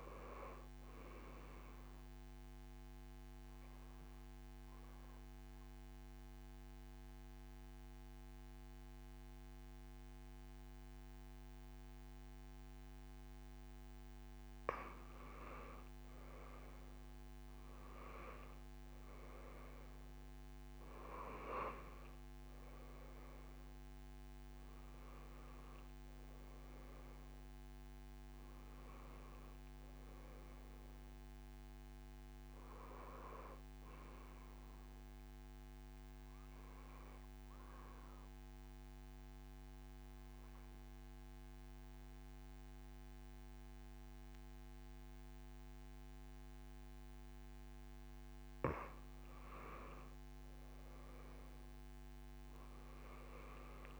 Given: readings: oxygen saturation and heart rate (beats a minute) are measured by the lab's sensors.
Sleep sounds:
breathing in sleep by a microphone on the trachea; 2
0.00-6.00 s: oxygen desaturation (device-marked, oxygen 93% lowest)
1.00-14.50 s: obstructive apnea (oxygen 98% before, 92% lowest)
15.50-21.00 s: arousal
20.00-34.00 s: oxygen desaturation (device-marked, oxygen 96% before, 92% lowest)
31.50-47.50 s: obstructive apnea (oxygen 96% before, 88% lowest)
50.00-54.00 s: arousal
From the record:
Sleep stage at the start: N2 (light sleep); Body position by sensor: on the back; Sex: female

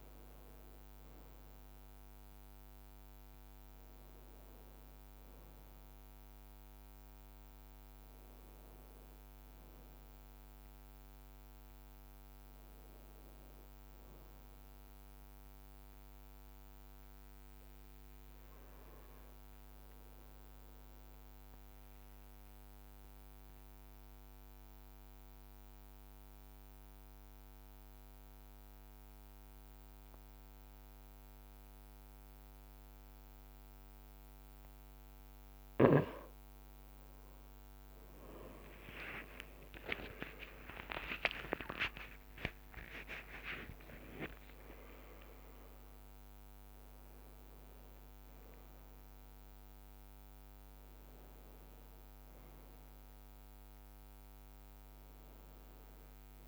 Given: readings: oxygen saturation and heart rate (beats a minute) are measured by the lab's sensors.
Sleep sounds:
breathing in sleep by a microphone on the trachea; 1
0.00-4.00 s: leg movement (device-marked)
9.50-13.50 s: leg movement (device-marked)
15.50-34.50 s: obstructive apnea (oxygen 98% before, 94% lowest, heart rate 63 before, 53 extreme, up 13 after)
16.50-56.48 s: new sleep stage, N2 (light sleep)
37.00-41.50 s: arousal
39.50-41.50 s: long interval between heartbeats (device-marked, heart rate 54 before, 62 extreme)
44.50-46.50 s: long interval between heartbeats (device-marked, heart rate 57 before, 77 extreme)
From the record:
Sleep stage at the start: N1 (lightest sleep); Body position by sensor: on the right side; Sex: male

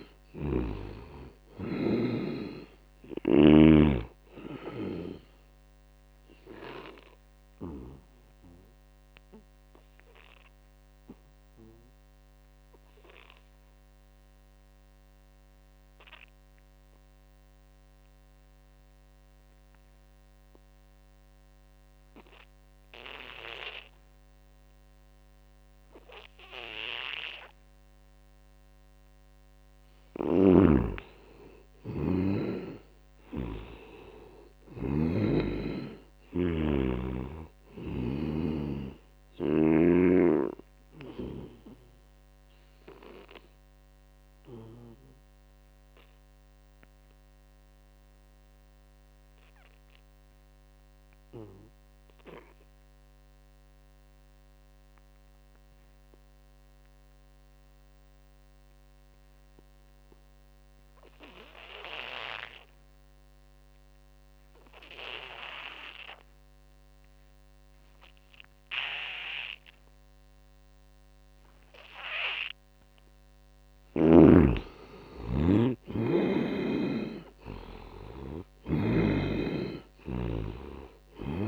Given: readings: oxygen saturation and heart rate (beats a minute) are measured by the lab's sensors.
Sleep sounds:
breathing in sleep by a microphone on the trachea; 2
0.00-18.50 s: oxygen desaturation (device-marked, oxygen 73% lowest, heart rate 65 extreme)
5.00-29.50 s: obstructive apnea (oxygen 98% before, 73% lowest, heart rate 74 before, 65 extreme, up 0 after)
25.50-51.50 s: oxygen desaturation (device-marked, oxygen 98% before, 81% lowest, heart rate 77 before, 58 extreme)
30.00-38.00 s: snoring (device-marked)
31.00-35.00 s: arousal
41.00-72.50 s: obstructive apnea (oxygen 98% before, 72% lowest, heart rate 72 before, 58 extreme, up 12 after)
63.50-81.48 s: oxygen desaturation (device-marked, oxygen 98% before, 72% lowest, heart rate 79 before, 57 extreme)
73.50-77.50 s: snoring (device-marked)
74.00-78.00 s: arousal
79.50-81.48 s: snoring (device-marked)
From the record:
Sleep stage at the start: N2 (light sleep); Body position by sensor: on the back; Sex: male

